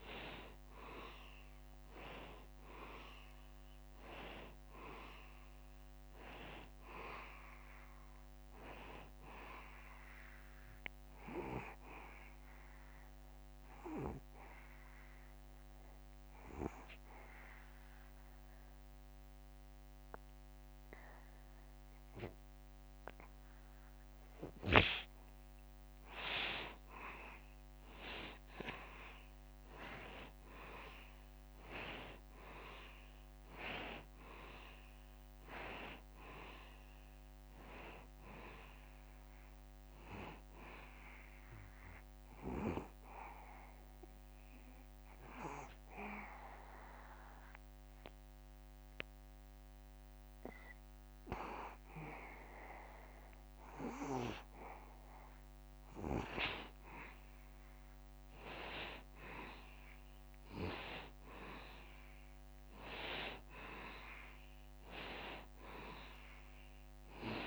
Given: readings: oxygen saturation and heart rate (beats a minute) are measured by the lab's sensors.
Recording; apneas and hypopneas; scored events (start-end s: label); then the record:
breathing in sleep by a microphone on the trachea; 2
0.00-1.50 s: arousal
3.50-18.50 s: oxygen desaturation (device-marked, oxygen 94% before, 90% lowest, heart rate 73 before, 72 extreme)
13.00-26.00 s: obstructive apnea (oxygen 94% before, 89% lowest, heart rate 74 before, 72 extreme, up 3 after)
28.50-33.00 s: arousal
35.50-49.50 s: oxygen desaturation (device-marked, oxygen 95% before, 89% lowest, heart rate 73 before, 71 extreme)
42.50-56.00 s: obstructive apnea (oxygen 95% before, 90% lowest, heart rate 74 before, 71 extreme, up 2 after)
59.50-63.50 s: arousal
65.50-67.47 s: oxygen desaturation (device-marked, oxygen 95% before, 91% lowest, heart rate 72 before, 72 extreme)
From the record:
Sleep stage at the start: N2 (light sleep); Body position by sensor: on the back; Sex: male